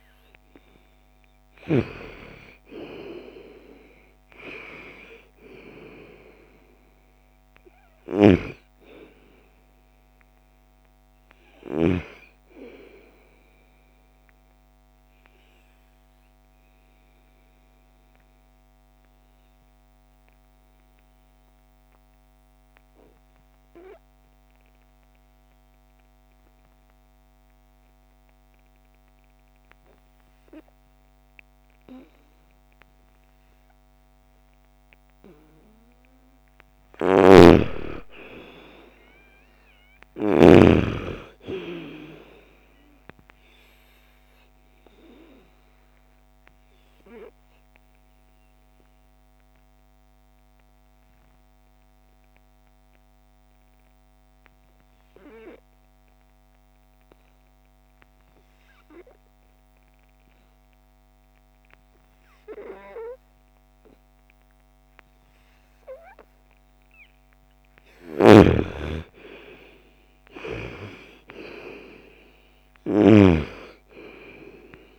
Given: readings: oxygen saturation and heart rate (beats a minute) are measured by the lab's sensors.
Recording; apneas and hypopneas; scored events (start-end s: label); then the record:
breathing in sleep by a microphone on the trachea; 2
0.00-10.00 s: oxygen desaturation (device-marked, oxygen 89% lowest, heart rate 57 extreme)
7.00-11.50 s: snoring (device-marked)
12.50-34.50 s: obstructive apnea (oxygen 98% before, 85% lowest, heart rate 65 before, 56 extreme, up 6 after)
31.00-57.00 s: oxygen desaturation (device-marked, oxygen 98% before, 85% lowest, heart rate 60 before, 55 extreme)
36.00-40.00 s: snoring (device-marked)
36.50-40.50 s: arousal
43.00-66.50 s: obstructive apnea (oxygen 98% before, 85% lowest, heart rate 58 before, 54 extreme, up 8 after)
67.50-74.99 s: snoring (device-marked)
68.50-72.50 s: arousal
69.00-74.99 s: oxygen desaturation (device-marked, oxygen 98% before, 86% lowest, heart rate 57 before, 54 extreme)
From the record:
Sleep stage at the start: N2 (light sleep); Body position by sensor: on the right side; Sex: female